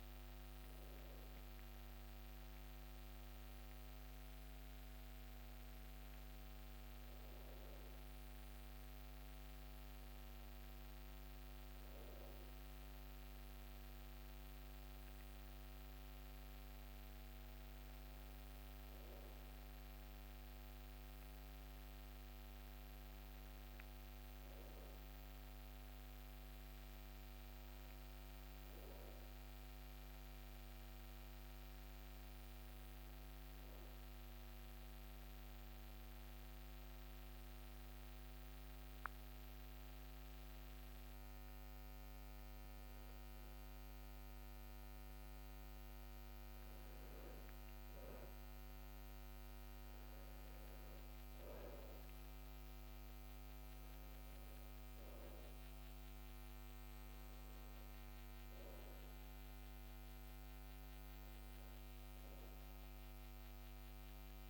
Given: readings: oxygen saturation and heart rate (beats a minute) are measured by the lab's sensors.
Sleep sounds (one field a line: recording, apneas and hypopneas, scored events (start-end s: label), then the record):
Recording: breathing in sleep, hard to hear, by a microphone on the trachea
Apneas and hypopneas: 1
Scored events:
35.00-46.00 s: mixed apnea (oxygen 98% before, 93% lowest, heart rate 64 before, 62 extreme, up 8 after)
47.50-51.50 s: arousal
54.50-64.50 s: oxygen desaturation (device-marked, oxygen 96% before, 94% lowest, heart rate 65 before, 66 extreme)
From the record:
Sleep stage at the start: N2 (light sleep)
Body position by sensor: on the back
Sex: male